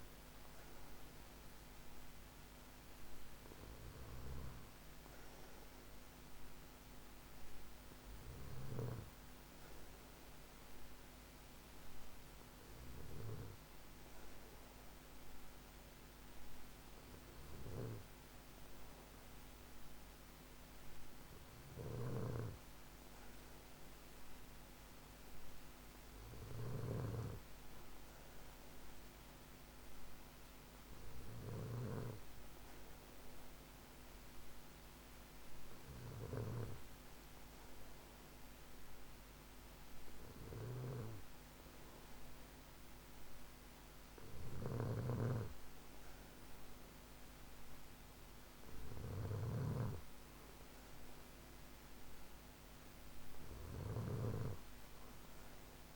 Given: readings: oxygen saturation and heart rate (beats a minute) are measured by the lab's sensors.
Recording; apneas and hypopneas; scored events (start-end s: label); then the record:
breathing in sleep by a microphone on the trachea; none
21.50-55.96 s: snoring (device-marked)
From the record:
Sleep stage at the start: N2 (light sleep); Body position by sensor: on the back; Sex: male